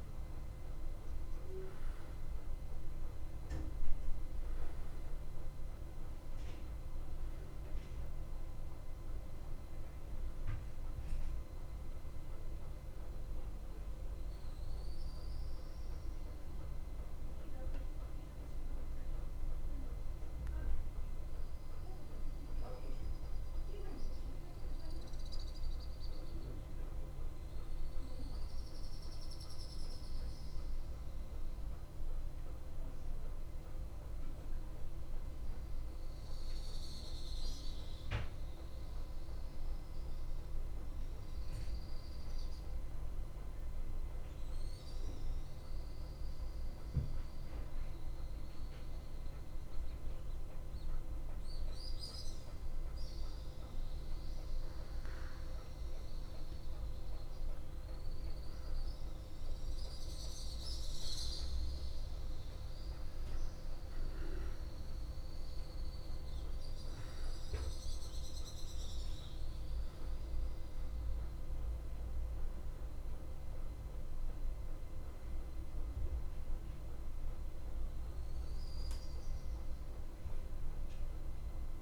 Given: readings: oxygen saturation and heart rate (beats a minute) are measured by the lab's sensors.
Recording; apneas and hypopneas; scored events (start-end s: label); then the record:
breathing in sleep, hard to hear, by a room microphone; 1
9.50-37.50 s: oxygen desaturation (device-marked, oxygen 93% before, 90% lowest, heart rate 57 before, 54 extreme)
18.00-21.00 s: arousal
24.00-48.00 s: hypopnea (oxygen 94% before, 90% lowest, heart rate 57 before, 54 extreme, up 1 after)
27.50-57.50 s: new sleep stage, N2 (light sleep)
51.00-55.00 s: arousal
57.50-81.82 s: new sleep stage, N1 (lightest sleep)
70.50-81.82 s: oxygen desaturation (device-marked, oxygen 95% before, 91% lowest, heart rate 56 before, 54 extreme)
80.50-81.82 s: arousal
From the record:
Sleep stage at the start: N1 (lightest sleep); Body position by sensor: on the back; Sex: male